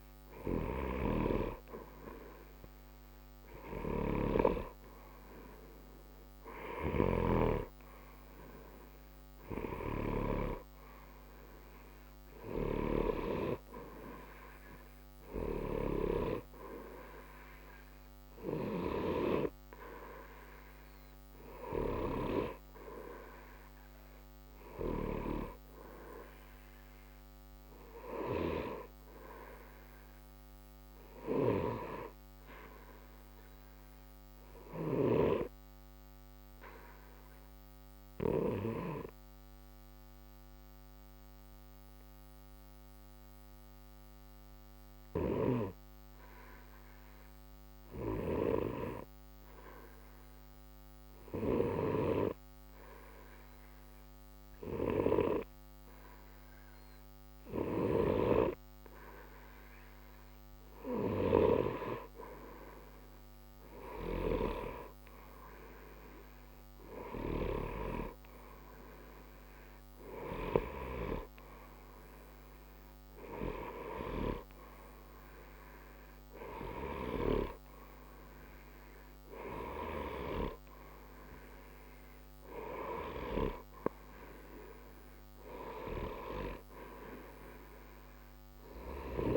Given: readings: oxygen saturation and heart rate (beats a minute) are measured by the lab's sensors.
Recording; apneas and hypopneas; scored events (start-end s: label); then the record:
breathing in sleep by a microphone on the trachea; 1
4.00-29.00 s: oxygen desaturation (device-marked, oxygen 94% before, 91% lowest, heart rate 60 before, 60 extreme)
28.50-32.00 s: arousal
34.50-59.00 s: hypopnea (oxygen 93% before, 91% lowest, heart rate 60 before, 60 extreme, up 0 after)
61.50-64.50 s: arousal
From the record:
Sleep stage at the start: N2 (light sleep); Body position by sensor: on the right side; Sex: male